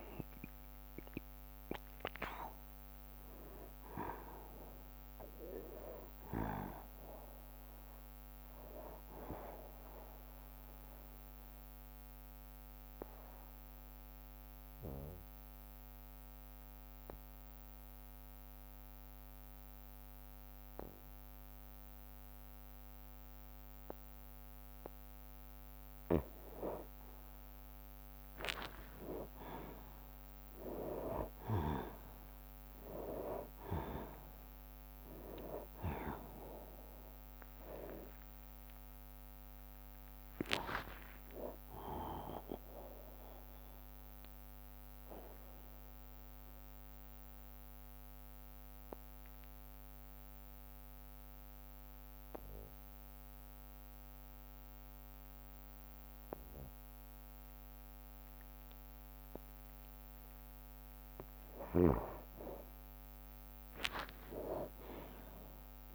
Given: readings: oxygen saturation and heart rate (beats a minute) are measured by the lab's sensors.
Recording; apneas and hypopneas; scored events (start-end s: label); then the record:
breathing in sleep by a microphone on the trachea; 2
0.00-7.50 s: drop in pulse transit time (device-marked, heart rate 62 extreme)
0.00-22.50 s: oxygen desaturation (device-marked, oxygen 87% lowest, heart rate 52 extreme)
11.50-25.00 s: obstructive apnea (oxygen 97% before, 87% lowest, heart rate 69 before, 52 extreme, up 15 after)
17.50-25.50 s: bradycardia (device-marked, heart rate 67 before, 52 extreme)
27.00-33.00 s: arousal
29.50-43.50 s: drop in pulse transit time (device-marked, heart rate 59 before, 62 extreme)
33.50-55.50 s: oxygen desaturation (device-marked, oxygen 98% before, 90% lowest, heart rate 59 before, 59 extreme)
44.50-61.00 s: obstructive apnea (oxygen 98% before, 88% lowest, heart rate 65 before, 59 extreme, up 8 after)
51.50-58.50 s: bradycardia (device-marked, heart rate 66 before, 59 extreme)
64.50-65.94 s: arousal
64.50-65.94 s: drop in pulse transit time (device-marked, heart rate 61 before, 62 extreme)
64.50-65.94 s: oxygen desaturation (device-marked, oxygen 97% before, 88% lowest, heart rate 61 before, 58 extreme)
From the record:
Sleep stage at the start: N2 (light sleep); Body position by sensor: on the back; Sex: male